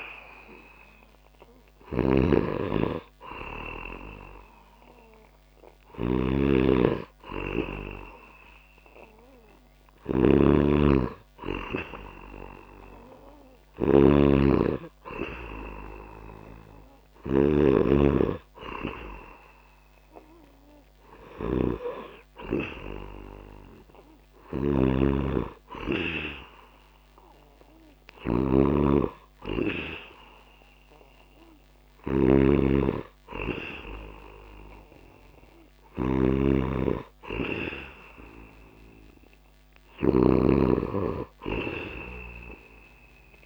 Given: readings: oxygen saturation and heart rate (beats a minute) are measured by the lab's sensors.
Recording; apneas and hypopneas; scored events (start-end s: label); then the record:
breathing in sleep by a microphone on the trachea; none
0.00-43.46 s: snoring (device-marked)
From the record:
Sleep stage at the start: N2 (light sleep); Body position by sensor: on the back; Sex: male